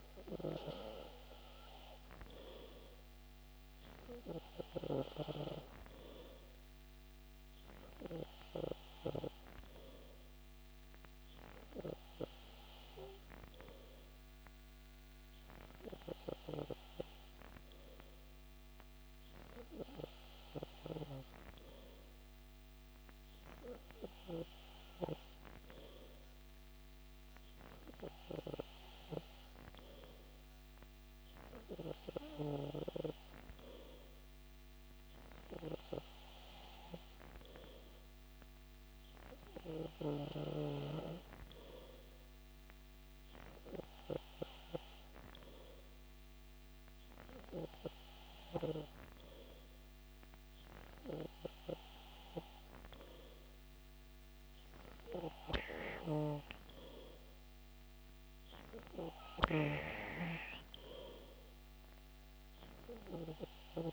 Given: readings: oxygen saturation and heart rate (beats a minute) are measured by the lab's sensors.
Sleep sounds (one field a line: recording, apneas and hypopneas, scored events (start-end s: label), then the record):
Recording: breathing in sleep by a microphone on the trachea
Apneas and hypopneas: none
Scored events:
none scored
From the record:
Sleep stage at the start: N3 (deep sleep)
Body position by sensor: on the back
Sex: male